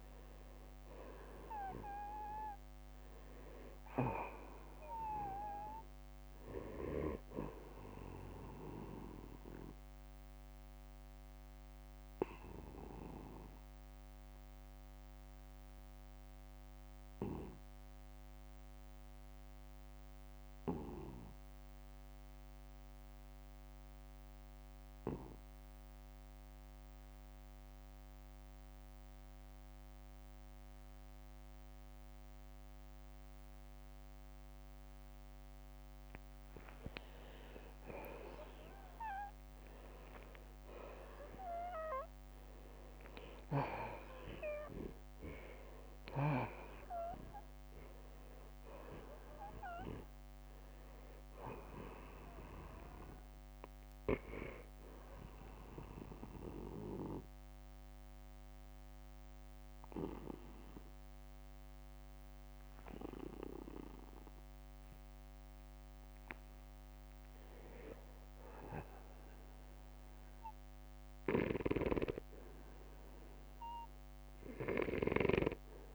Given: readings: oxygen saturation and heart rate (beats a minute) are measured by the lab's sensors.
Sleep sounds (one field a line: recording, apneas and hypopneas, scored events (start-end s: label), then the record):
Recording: breathing in sleep by a microphone on the trachea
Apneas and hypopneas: 2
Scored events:
6.00-8.00 s: long interval between heartbeats (device-marked, heart rate 56 before, 64 extreme)
8.50-10.50 s: long interval between heartbeats (device-marked, heart rate 57 before, 60 extreme)
8.50-36.00 s: obstructive apnea (oxygen 96% before, 81% lowest, heart rate 57 before, 45 extreme, up 16 after)
12.50-27.50 s: oxygen desaturation (device-marked, oxygen 92% before, 81% lowest, heart rate 58 before, 45 extreme)
37.50-42.50 s: arousal
55.00-66.00 s: obstructive apnea (oxygen 96% before, 87% lowest, heart rate 58 before, 47 extreme, up 15 after)
66.50-75.95 s: oxygen desaturation (device-marked, oxygen 93% before, 87% lowest, heart rate 60 before, 47 extreme)
67.50-71.50 s: arousal
From the record:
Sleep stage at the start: N2 (light sleep)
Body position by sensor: on the back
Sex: male